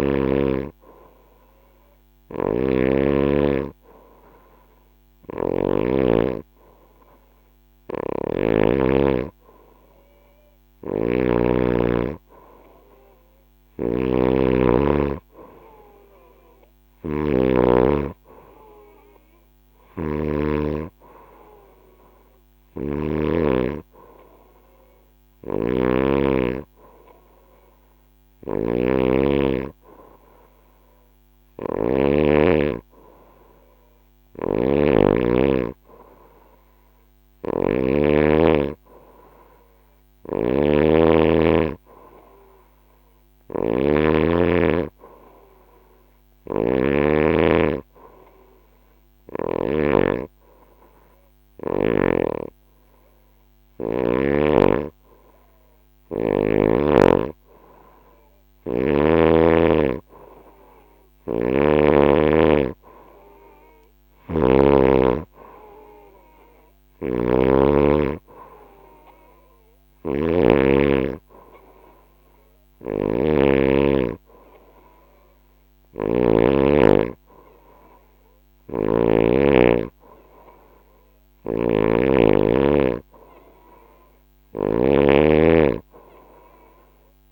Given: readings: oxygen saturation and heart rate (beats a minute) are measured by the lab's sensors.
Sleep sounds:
breathing in sleep by a microphone on the trachea; none
0.00-5.00 s: snoring (device-marked)
7.00-22.50 s: snoring (device-marked)
24.50-31.50 s: snoring (device-marked)
33.50-49.00 s: snoring (device-marked)
66.00-78.50 s: snoring (device-marked)
80.50-87.32 s: snoring (device-marked)
From the record:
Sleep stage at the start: N2 (light sleep); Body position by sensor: on the right side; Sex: female

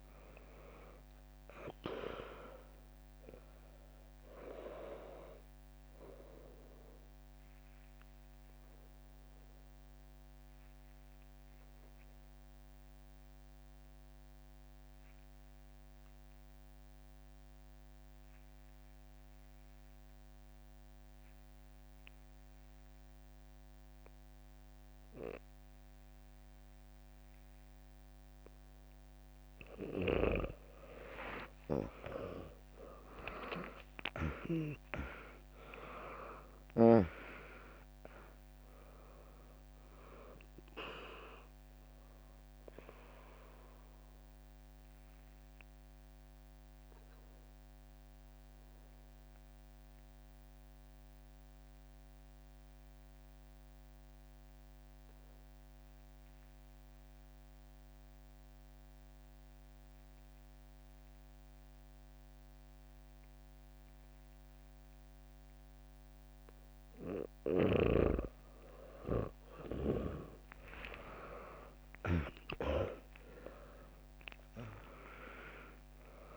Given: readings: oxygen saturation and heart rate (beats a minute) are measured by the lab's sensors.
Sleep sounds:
breathing in sleep by a microphone on the trachea; 2
0.00-7.50 s: drop in pulse transit time (device-marked, heart rate 62 extreme)
0.00-18.50 s: oxygen desaturation (device-marked, oxygen 95% lowest, heart rate 57 extreme)
7.00-29.50 s: obstructive apnea (oxygen 100% before, 95% lowest, heart rate 66 before, 57 extreme, up 5 after)
24.50-29.50 s: bradycardia (device-marked, heart rate 68 before, 57 extreme)
31.00-36.50 s: arousal
33.50-45.50 s: drop in pulse transit time (device-marked, heart rate 66 before, 60 extreme)
43.00-67.50 s: obstructive apnea (oxygen 100% before, 95% lowest, heart rate 63 before, 61 extreme, up 1 after)
71.00-74.50 s: arousal
72.50-76.36 s: drop in pulse transit time (device-marked, heart rate 64 before, 62 extreme)
From the record:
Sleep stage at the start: N2 (light sleep); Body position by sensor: on the back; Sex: female

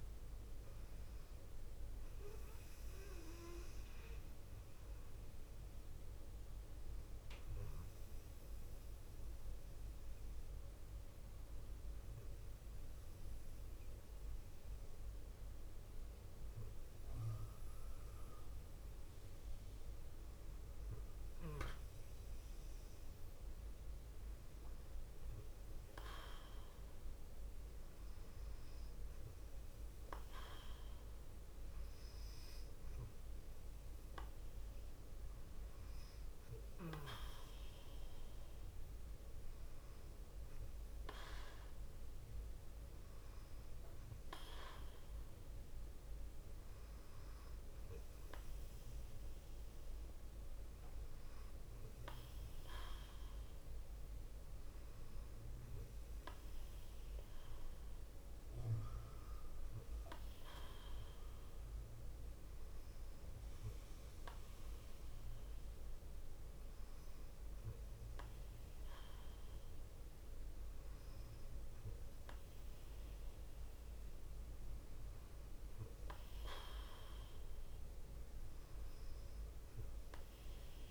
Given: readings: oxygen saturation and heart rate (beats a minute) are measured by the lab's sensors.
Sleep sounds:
breathing in sleep by a room microphone; none
0.00-13.00 s: oxygen desaturation (device-marked, oxygen 93% lowest, heart rate 50 extreme)
15.50-19.50 s: arousal
From the record:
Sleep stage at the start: N2 (light sleep); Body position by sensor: on the left side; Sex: female

